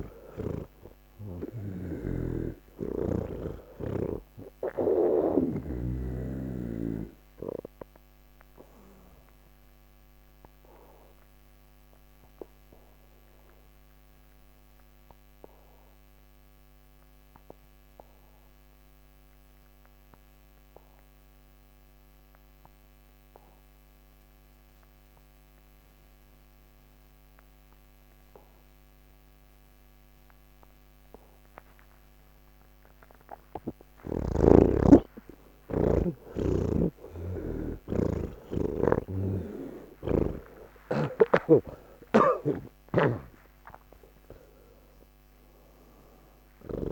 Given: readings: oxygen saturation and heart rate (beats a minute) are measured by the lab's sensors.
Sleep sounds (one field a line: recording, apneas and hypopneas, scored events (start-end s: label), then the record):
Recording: breathing in sleep by a microphone on the trachea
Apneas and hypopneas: 1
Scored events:
0.00-25.00 s: oxygen desaturation (device-marked, oxygen 80% lowest, heart rate 76 extreme)
9.50-33.00 s: obstructive apnea (oxygen 99% before, 80% lowest, heart rate 119 before, 76 extreme)
34.00-46.92 s: oxygen desaturation (device-marked, oxygen 98% before, 81% lowest, heart rate 133 before, 69 extreme)
41.50-46.92 s: snoring (device-marked)
From the record:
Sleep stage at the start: N2 (light sleep)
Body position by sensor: on the back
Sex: male